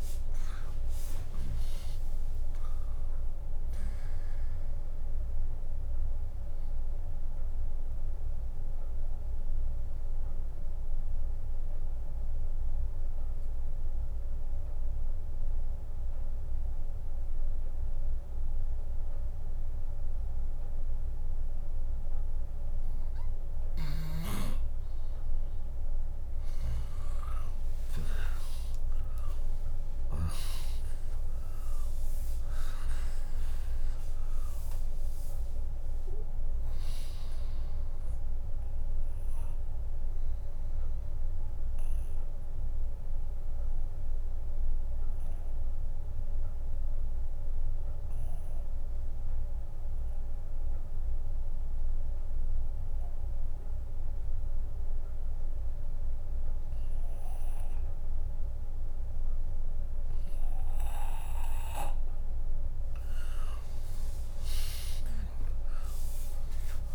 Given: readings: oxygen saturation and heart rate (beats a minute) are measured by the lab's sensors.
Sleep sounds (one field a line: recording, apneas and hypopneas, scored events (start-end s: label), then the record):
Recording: breathing in sleep by a room microphone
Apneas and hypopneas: 2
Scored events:
0.00-2.50 s: tachycardia (device-marked, heart rate 128 extreme)
0.00-11.50 s: drop in pulse transit time (device-marked, heart rate 87 extreme)
0.00-19.50 s: oxygen desaturation (device-marked, oxygen 96% lowest, heart rate 56 extreme)
4.50-11.50 s: tachycardia (device-marked, heart rate 68 before, 120 extreme)
6.50-24.50 s: obstructive apnea (oxygen 99% before, 96% lowest, heart rate 87 before, 56 extreme)
8.00-10.00 s: long interval between heartbeats (device-marked, heart rate 88 before, 101 extreme)
16.50-21.50 s: bradycardia (device-marked, heart rate 69 before, 56 extreme)
23.50-28.00 s: snoring (device-marked)
25.50-27.50 s: long interval between heartbeats (device-marked, heart rate 85 before, 67 extreme)
25.50-31.50 s: tachycardia (device-marked, heart rate 69 before, 120 extreme)
27.50-33.50 s: arousal
28.50-30.50 s: long interval between heartbeats (device-marked, heart rate 82 before, 112 extreme)
29.50-41.50 s: drop in pulse transit time (device-marked, heart rate 81 before, 70 extreme)
32.50-52.50 s: oxygen desaturation (device-marked, oxygen 100% before, 96% lowest, heart rate 81 before, 59 extreme)
33.00-35.00 s: long interval between heartbeats (device-marked, heart rate 81 before, 124 extreme)
41.50-61.50 s: central apnea (oxygen 100% before, 96% lowest, heart rate 89 before, 61 extreme, up 36 after)
63.00-65.00 s: long interval between heartbeats (device-marked, heart rate 62 before, 66 extreme)
65.50-66.95 s: arousal
From the record:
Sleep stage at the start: N2 (light sleep)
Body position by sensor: on the back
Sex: female